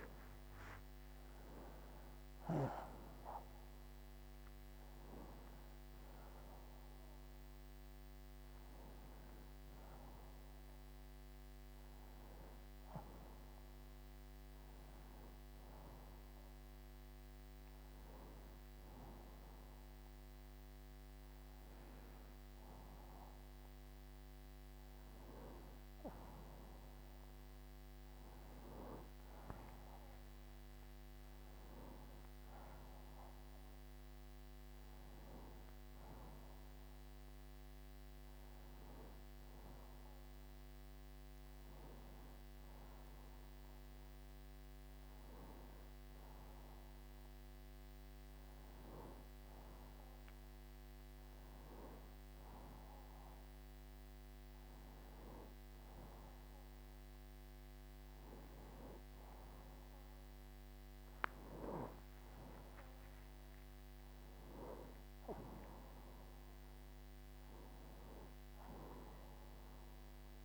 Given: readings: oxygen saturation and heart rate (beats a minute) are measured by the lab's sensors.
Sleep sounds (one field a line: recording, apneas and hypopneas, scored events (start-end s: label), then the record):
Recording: breathing in sleep by a microphone on the trachea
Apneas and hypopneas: none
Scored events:
0.00-18.50 s: oxygen desaturation (device-marked, oxygen 89% lowest, heart rate 83 extreme)
From the record:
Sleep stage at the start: N1 (lightest sleep)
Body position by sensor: on the right side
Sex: male